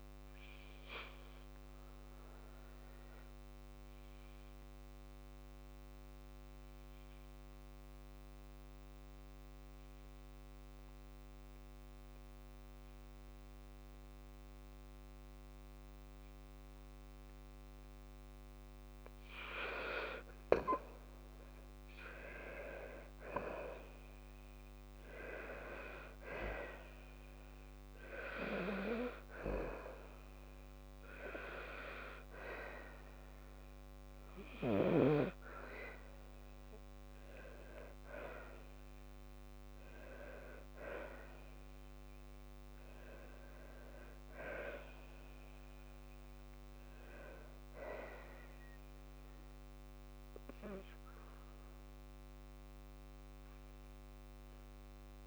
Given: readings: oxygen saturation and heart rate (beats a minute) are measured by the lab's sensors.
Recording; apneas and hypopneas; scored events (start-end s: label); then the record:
breathing in sleep by a microphone on the trachea; 1
1.50-19.00 s: obstructive apnea (oxygen 98% before, 94% lowest, heart rate 57 before, 56 extreme, up 13 after)
14.00-28.00 s: oxygen desaturation (device-marked, oxygen 97% before, 94% lowest, heart rate 57 before, 56 extreme)
20.00-23.00 s: arousal
25.50-27.50 s: long interval between heartbeats (device-marked, heart rate 57 before, 69 extreme)
28.50-30.50 s: long interval between heartbeats (device-marked, heart rate 59 before, 77 extreme)
31.50-33.50 s: long interval between heartbeats (device-marked, heart rate 62 before, 79 extreme)
35.50-37.50 s: long interval between heartbeats (device-marked, heart rate 66 before, 76 extreme)
37.50-39.50 s: long interval between heartbeats (device-marked, heart rate 69 before, 86 extreme)
50.50-53.50 s: arousal
From the record:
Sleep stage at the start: N2 (light sleep); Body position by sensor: on the back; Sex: female